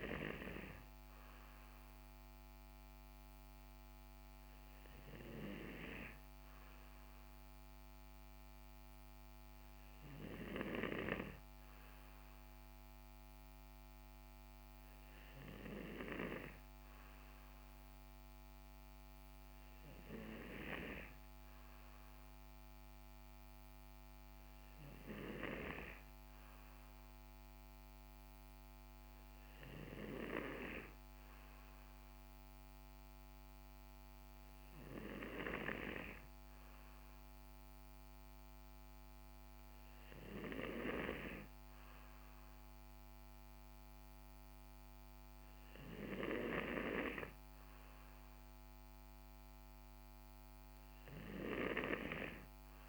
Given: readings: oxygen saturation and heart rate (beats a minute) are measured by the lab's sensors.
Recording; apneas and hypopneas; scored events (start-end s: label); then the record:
breathing in sleep by a microphone on the trachea; none
none scored
From the record:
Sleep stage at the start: N2 (light sleep); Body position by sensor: on the right side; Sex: male